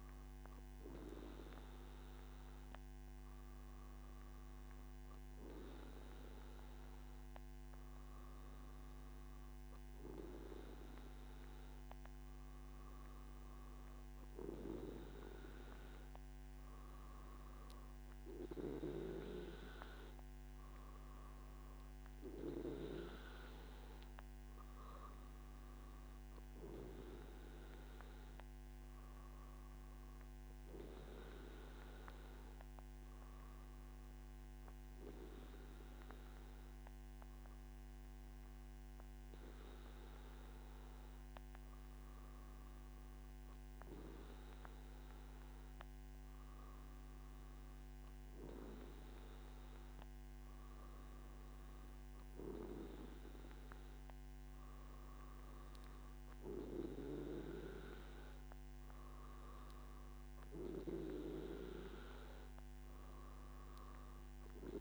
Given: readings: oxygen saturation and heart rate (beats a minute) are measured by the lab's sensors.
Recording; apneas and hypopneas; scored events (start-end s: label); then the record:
breathing in sleep by a microphone on the trachea; none
none scored
From the record:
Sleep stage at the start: N3 (deep sleep); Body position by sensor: on the back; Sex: male